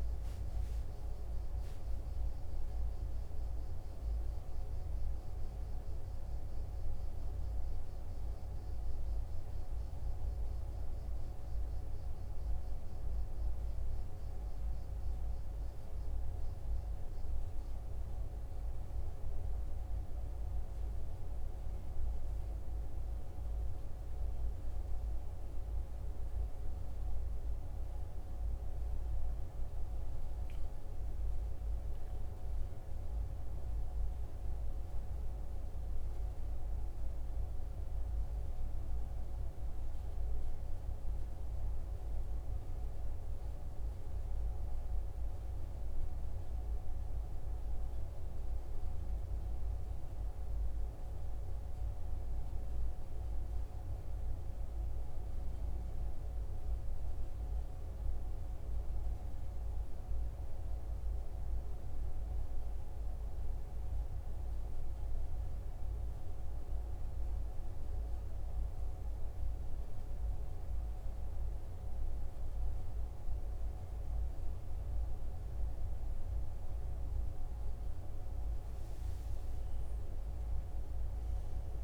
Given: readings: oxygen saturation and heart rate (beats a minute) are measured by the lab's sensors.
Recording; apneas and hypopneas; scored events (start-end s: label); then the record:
breathing in sleep, hard to hear, by a room microphone; 1
64.50-76.50 s: hypopnea (oxygen 96% before, 94% lowest, heart rate 47 before, 44 extreme, up 4 after)
74.00-81.84 s: new sleep stage, awake
From the record:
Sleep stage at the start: N1 (lightest sleep); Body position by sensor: on the back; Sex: male